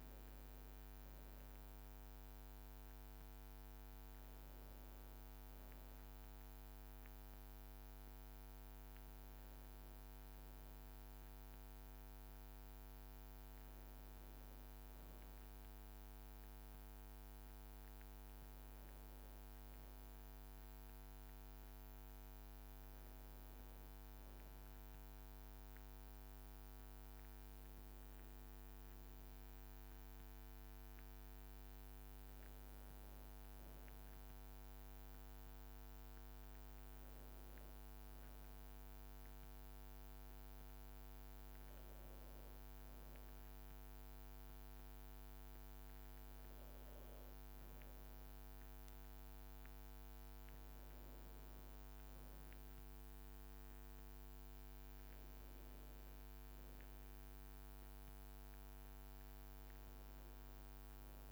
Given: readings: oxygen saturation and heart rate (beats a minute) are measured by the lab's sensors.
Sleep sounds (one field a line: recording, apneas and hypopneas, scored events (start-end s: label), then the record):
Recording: breathing in sleep, hard to hear, by a microphone on the trachea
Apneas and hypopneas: none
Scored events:
40.00-61.32 s: new sleep stage, N2 (light sleep)
From the record:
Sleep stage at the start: REM sleep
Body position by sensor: on the back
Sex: male